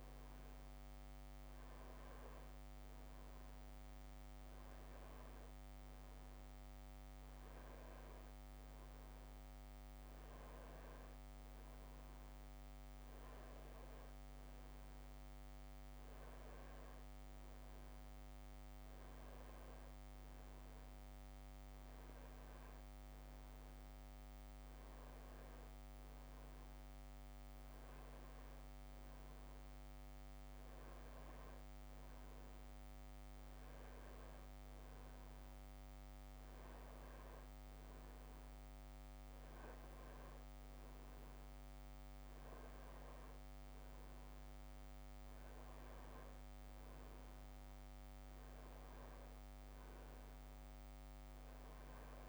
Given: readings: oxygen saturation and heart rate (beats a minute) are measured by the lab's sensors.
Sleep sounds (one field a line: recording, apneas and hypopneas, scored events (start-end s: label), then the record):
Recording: breathing in sleep, hard to hear, by a microphone on the trachea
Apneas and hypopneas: none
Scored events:
none scored
From the record:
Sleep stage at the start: N1 (lightest sleep)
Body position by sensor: on the back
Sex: male